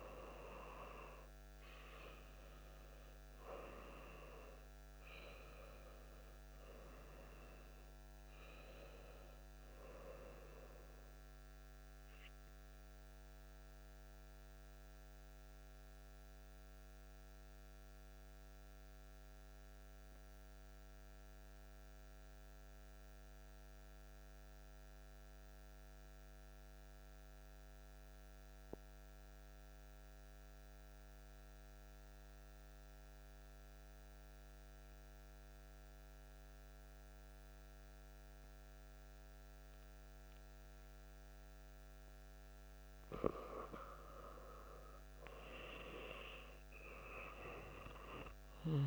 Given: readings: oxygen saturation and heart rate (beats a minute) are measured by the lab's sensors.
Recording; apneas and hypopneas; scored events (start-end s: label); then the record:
breathing in sleep by a microphone on the trachea; 1
0.00-18.50 s: oxygen desaturation (device-marked, oxygen 93% lowest)
11.50-42.00 s: mixed apnea (oxygen 98% before, 91% lowest)
41.50-48.87 s: oxygen desaturation (device-marked, oxygen 96% before, 91% lowest)
43.50-48.00 s: arousal
From the record:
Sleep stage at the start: N2 (light sleep); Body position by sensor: on the back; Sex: male